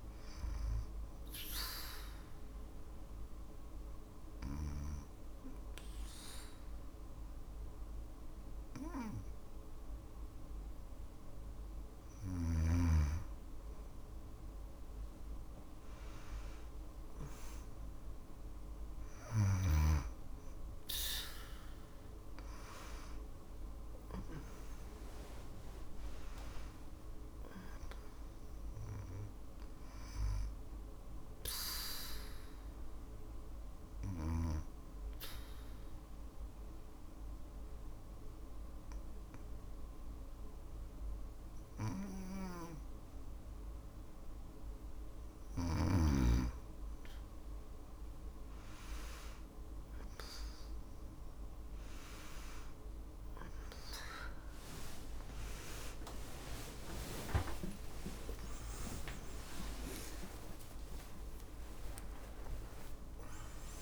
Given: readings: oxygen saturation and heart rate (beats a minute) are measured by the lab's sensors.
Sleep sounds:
breathing in sleep by a room microphone; 2
1.00-11.50 s: obstructive apnea (oxygen 96% before, 92% lowest, heart rate 59 before, 56 extreme, up 5 after)
16.50-20.00 s: arousal
21.50-30.50 s: oxygen desaturation (device-marked, oxygen 96% before, 93% lowest, heart rate 59 before, 55 extreme)
30.50-44.50 s: obstructive apnea (oxygen 96% before, 92% lowest, heart rate 60 before, 56 extreme, up 4 after)
50.50-63.82 s: oxygen desaturation (device-marked, oxygen 96% before, 92% lowest, heart rate 57 before, 56 extreme)
55.50-62.50 s: arousal
From the record:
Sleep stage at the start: N2 (light sleep); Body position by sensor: on the back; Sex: female

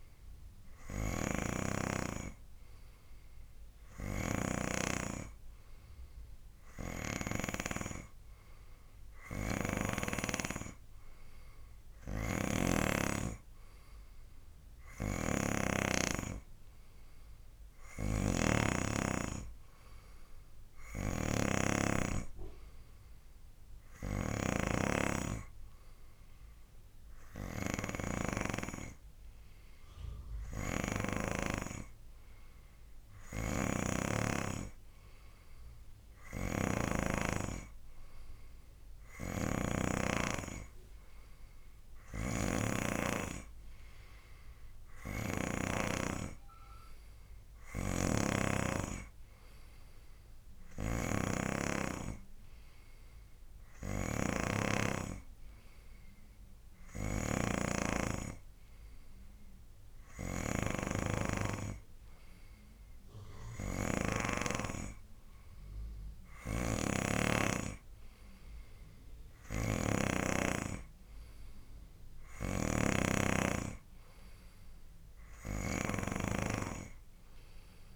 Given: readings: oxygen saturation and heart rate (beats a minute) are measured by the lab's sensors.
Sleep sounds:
breathing in sleep by a room microphone; none
1.00-10.50 s: snoring (device-marked)
12.50-16.00 s: snoring (device-marked)
18.00-32.00 s: snoring (device-marked)
36.50-46.00 s: snoring (device-marked)
48.00-64.50 s: snoring (device-marked)
66.50-77.96 s: snoring (device-marked)
From the record:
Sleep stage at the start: N2 (light sleep); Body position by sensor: on the right side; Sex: male

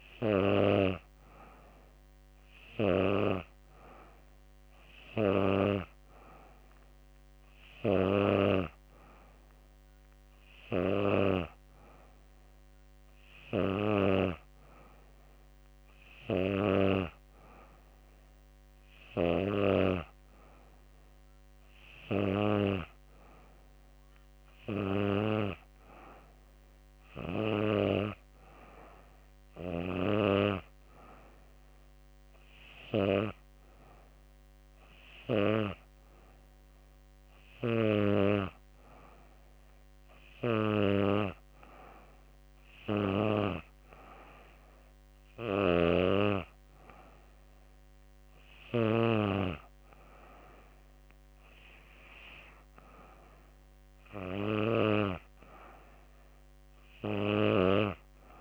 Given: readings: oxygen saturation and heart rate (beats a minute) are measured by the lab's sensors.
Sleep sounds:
breathing in sleep by a microphone on the trachea; none
none scored
From the record:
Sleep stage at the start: N2 (light sleep); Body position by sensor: on the back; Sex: female

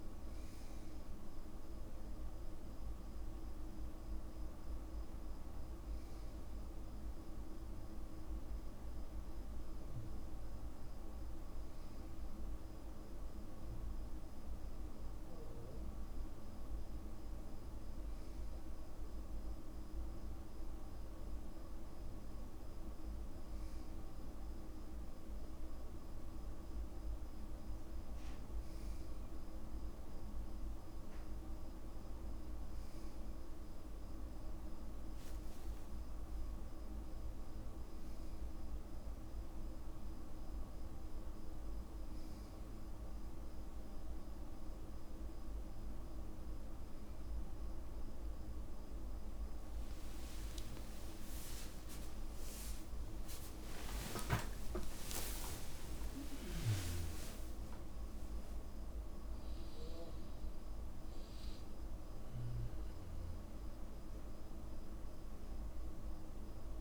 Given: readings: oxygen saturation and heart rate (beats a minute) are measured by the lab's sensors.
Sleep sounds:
a person partly awake in a sleep study, hard to hear, by a room microphone; none
35.00-37.00 s: long interval between heartbeats (device-marked, heart rate 60 before, 81 extreme)
37.00-66.81 s: new sleep stage, awake
54.50-56.50 s: long interval between heartbeats (device-marked, heart rate 73 before, 95 extreme)
57.00-59.00 s: long interval between heartbeats (device-marked, heart rate 76 before, 96 extreme)
From the record:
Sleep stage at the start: N2 (light sleep); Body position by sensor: on the back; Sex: male

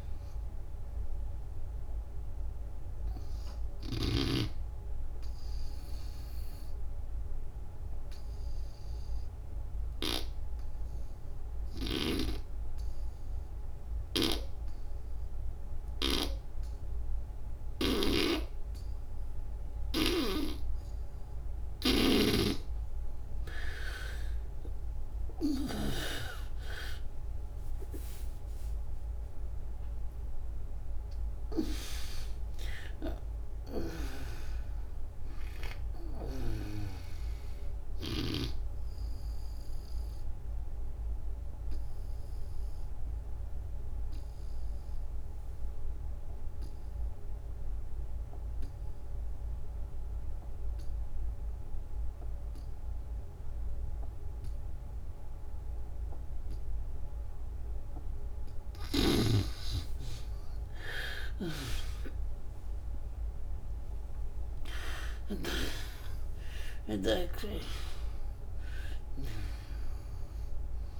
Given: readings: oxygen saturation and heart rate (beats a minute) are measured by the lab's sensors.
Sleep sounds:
breathing in sleep by a room microphone; 2
1.00-18.00 s: oxygen desaturation (device-marked, oxygen 93% before, 75% lowest, heart rate 75 before, 64 extreme)
4.00-20.00 s: obstructive apnea (oxygen 98% before, 75% lowest, heart rate 81 before, 64 extreme, up 30 after)
20.00-49.00 s: oxygen desaturation (device-marked, oxygen 98% before, 79% lowest, heart rate 79 before, 66 extreme)
23.00-27.50 s: arousal
39.50-57.50 s: obstructive apnea (oxygen 98% before, 76% lowest, heart rate 87 before, 66 extreme)
51.00-71.00 s: oxygen desaturation (device-marked, oxygen 99% before, 76% lowest, heart rate 80 before, 61 extreme)
58.50-65.00 s: snoring (device-marked)
60.00-64.00 s: arousal
From the record:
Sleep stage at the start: N2 (light sleep); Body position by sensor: on the back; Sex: female

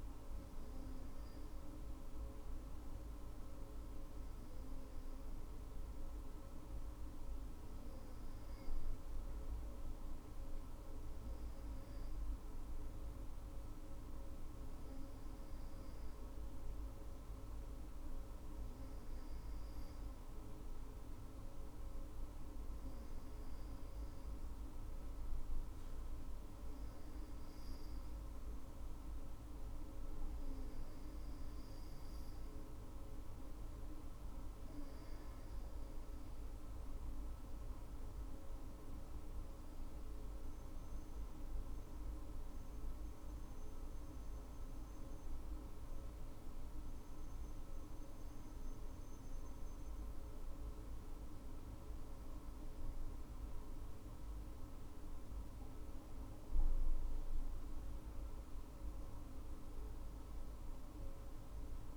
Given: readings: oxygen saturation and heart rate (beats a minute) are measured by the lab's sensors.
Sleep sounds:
breathing in sleep, hard to hear, by a room microphone; none
none scored
From the record:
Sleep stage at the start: N2 (light sleep); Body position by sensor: on the right side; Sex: female

